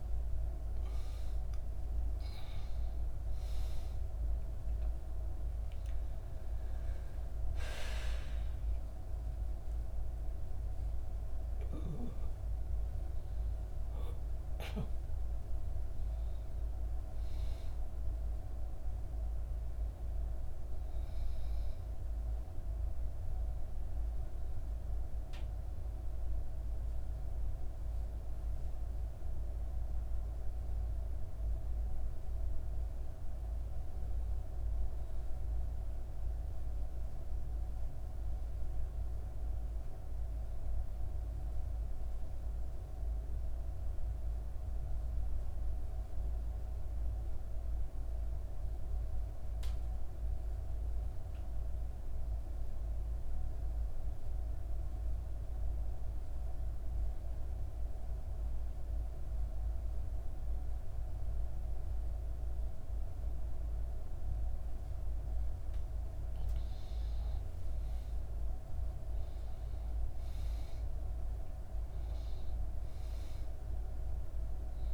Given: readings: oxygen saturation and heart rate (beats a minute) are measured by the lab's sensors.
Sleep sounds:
breathing in sleep, hard to hear, by a room microphone; 1
0.00-2.00 s: arousal
0.00-28.00 s: oxygen desaturation (device-marked, oxygen 88% lowest, heart rate 59 extreme)
16.00-46.00 s: new sleep stage, N1 (lightest sleep)
30.50-34.00 s: arousal
36.50-66.00 s: obstructive apnea (oxygen 99% before, 88% lowest, heart rate 62 before, 58 extreme, up 4 after)
46.00-74.94 s: new sleep stage, N2 (light sleep)
57.00-74.94 s: oxygen desaturation (device-marked, oxygen 99% before, 88% lowest, heart rate 60 before, 58 extreme)
67.50-71.50 s: arousal
From the record:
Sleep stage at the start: N2 (light sleep); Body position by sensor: on the back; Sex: female

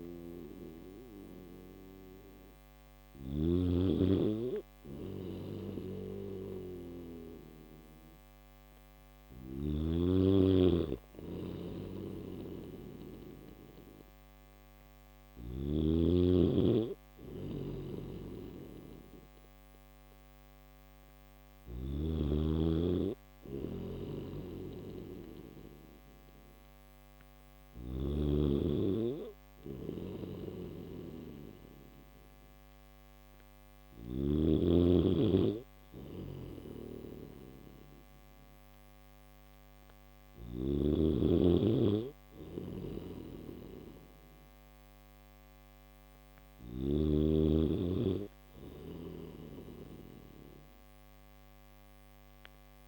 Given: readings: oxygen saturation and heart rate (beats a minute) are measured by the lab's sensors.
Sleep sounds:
breathing in sleep by a microphone on the trachea; none
0.00-3.00 s: snoring (device-marked)
9.00-15.00 s: snoring (device-marked)
17.00-21.50 s: snoring (device-marked)
23.50-27.50 s: snoring (device-marked)
29.50-40.00 s: snoring (device-marked)
42.00-46.50 s: snoring (device-marked)
48.50-52.87 s: snoring (device-marked)
From the record:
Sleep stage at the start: N1 (lightest sleep); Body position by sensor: on the back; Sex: male

